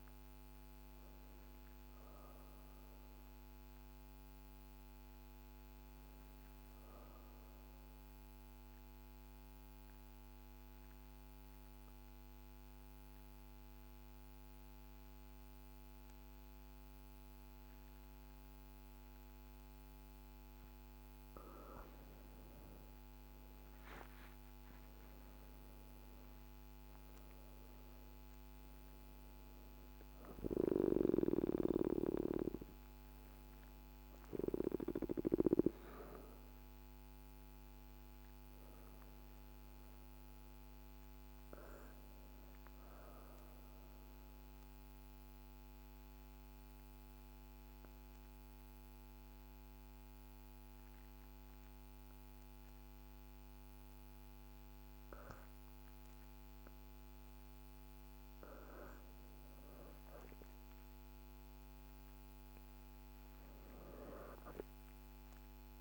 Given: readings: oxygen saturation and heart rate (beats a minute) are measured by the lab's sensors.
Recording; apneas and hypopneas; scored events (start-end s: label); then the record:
breathing in sleep by a microphone on the trachea; 2
7.00-20.00 s: obstructive apnea (oxygen 98% before, 86% lowest, heart rate 66 before, 51 extreme, up 12 after)
18.00-47.00 s: oxygen desaturation (device-marked, oxygen 98% before, 86% lowest, heart rate 52 before, 50 extreme)
21.50-25.00 s: arousal
44.50-58.50 s: obstructive apnea (oxygen 98% before, 88% lowest, heart rate 56 before, 47 extreme, up 1 after)
61.00-65.81 s: oxygen desaturation (device-marked, oxygen 98% before, 88% lowest, heart rate 52 before, 47 extreme)
62.00-65.81 s: arousal
From the record:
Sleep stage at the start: N2 (light sleep); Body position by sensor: on the back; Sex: female